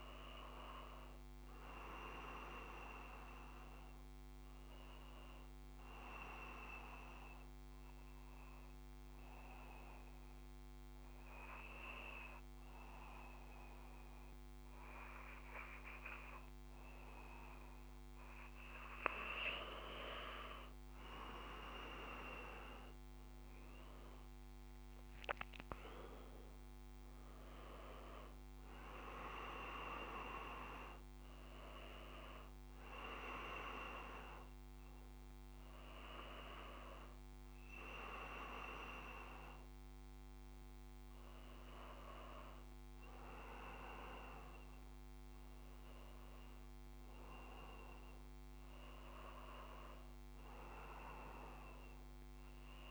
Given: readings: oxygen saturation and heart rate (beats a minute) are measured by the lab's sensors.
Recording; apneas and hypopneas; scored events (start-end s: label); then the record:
breathing in sleep by a microphone on the trachea; 1
5.50-17.00 s: obstructive apnea (oxygen 96% before, 91% lowest, heart rate 58 before, 55 extreme, up 2 after)
19.00-23.50 s: arousal
24.50-51.50 s: oxygen desaturation (device-marked, oxygen 96% before, 91% lowest, heart rate 56 before, 54 extreme)
From the record:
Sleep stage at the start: N2 (light sleep); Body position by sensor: on the back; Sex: male